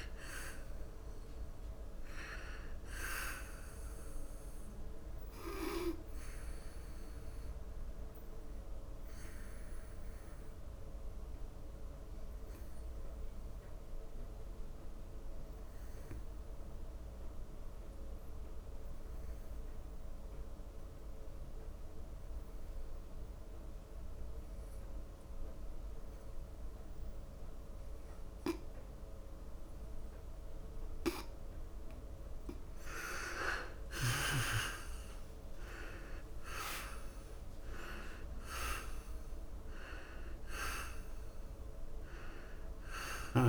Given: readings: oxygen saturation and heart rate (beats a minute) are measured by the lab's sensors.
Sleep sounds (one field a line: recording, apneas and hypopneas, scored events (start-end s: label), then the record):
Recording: breathing in sleep by a room microphone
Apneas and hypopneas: 1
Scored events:
0.00-12.50 s: oxygen desaturation (device-marked, oxygen 90% lowest, heart rate 68 extreme)
4.00-32.50 s: obstructive apnea (oxygen 98% before, 81% lowest, heart rate 76 before, 68 extreme, up 15 after)
27.50-43.49 s: oxygen desaturation (device-marked, oxygen 97% before, 81% lowest, heart rate 75 before, 66 extreme)
34.00-38.00 s: arousal
From the record:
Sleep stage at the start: N2 (light sleep)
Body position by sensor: on the back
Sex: male